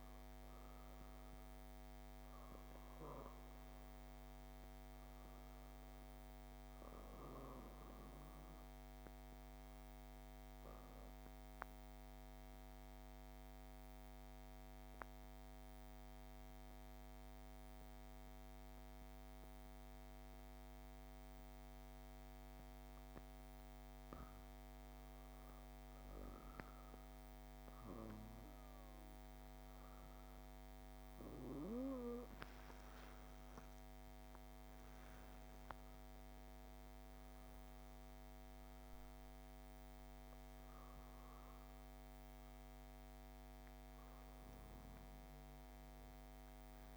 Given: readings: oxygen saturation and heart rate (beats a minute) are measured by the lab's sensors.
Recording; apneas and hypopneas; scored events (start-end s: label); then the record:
breathing in sleep by a microphone on the trachea; 1
10.50-23.00 s: obstructive apnea (oxygen 98% before, 93% lowest, heart rate 63 before, 63 extreme, up 6 after)
28.00-33.50 s: arousal
33.50-46.97 s: oxygen desaturation (device-marked, oxygen 98% before, 93% lowest, heart rate 66 before, 58 extreme)
From the record:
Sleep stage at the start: N2 (light sleep); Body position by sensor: on the back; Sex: female